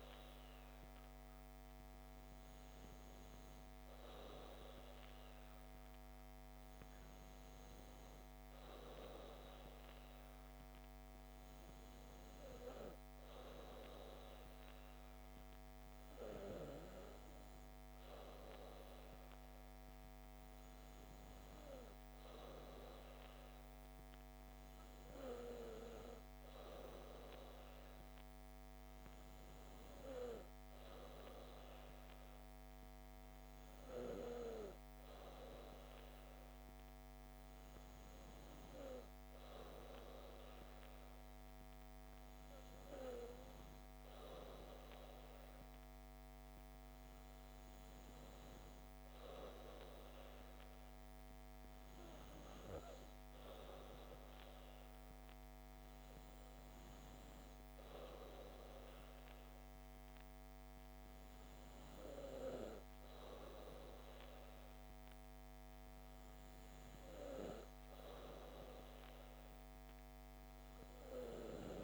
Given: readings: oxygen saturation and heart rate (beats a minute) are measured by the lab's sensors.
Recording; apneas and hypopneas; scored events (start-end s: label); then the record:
breathing in sleep by a microphone on the trachea; none
none scored
From the record:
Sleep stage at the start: N2 (light sleep); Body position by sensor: on the back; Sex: female